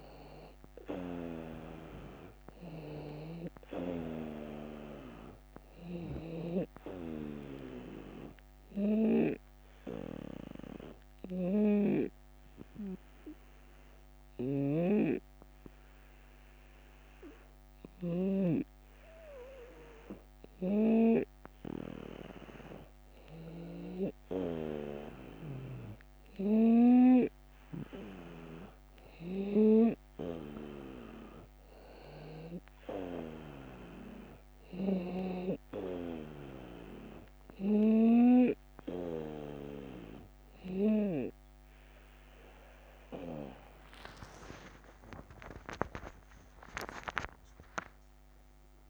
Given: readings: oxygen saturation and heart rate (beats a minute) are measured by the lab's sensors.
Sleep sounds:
a person partly awake in a sleep study, by a microphone on the trachea; 1
6.50-21.50 s: obstructive apnea (oxygen 94% before, 92% lowest, heart rate 83 before, 81 extreme, up 1 after)
11.00-18.00 s: snoring (device-marked)
26.00-38.00 s: oxygen desaturation (device-marked, oxygen 95% before, 92% lowest, heart rate 83 before, 81 extreme)
29.00-35.00 s: snoring (device-marked)
35.00-48.90 s: new sleep stage, awake
44.00-48.90 s: drop in pulse transit time (device-marked, heart rate 82 before, 81 extreme)
From the record:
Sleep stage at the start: N2 (light sleep); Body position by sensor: on the right side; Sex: male

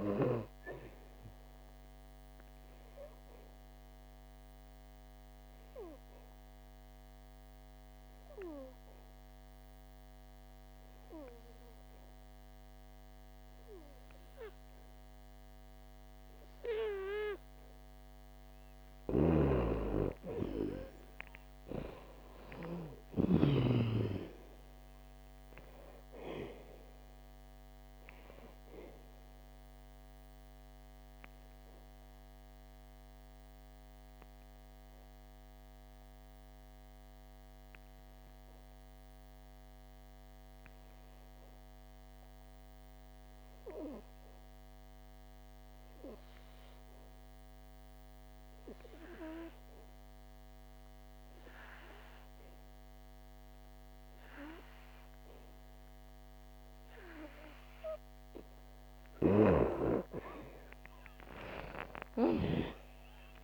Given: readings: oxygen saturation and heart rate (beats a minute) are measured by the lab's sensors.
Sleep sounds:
breathing in sleep by a microphone on the trachea; 2
0.50-18.50 s: obstructive apnea (oxygen 98% before, 85% lowest, heart rate 70 before, 57 extreme, up 9 after)
1.50-20.50 s: oxygen desaturation (device-marked, oxygen 98% before, 89% lowest, heart rate 71 before, 57 extreme)
19.00-23.50 s: snoring (device-marked)
20.50-24.00 s: arousal
25.50-52.50 s: oxygen desaturation (device-marked, oxygen 97% before, 89% lowest, heart rate 64 before, 57 extreme)
28.50-58.00 s: obstructive apnea (oxygen 97% before, 85% lowest, heart rate 65 before, 57 extreme, up 28 after)
61.00-63.44 s: arousal
From the record:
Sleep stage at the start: N2 (light sleep); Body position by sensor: on the back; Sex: female

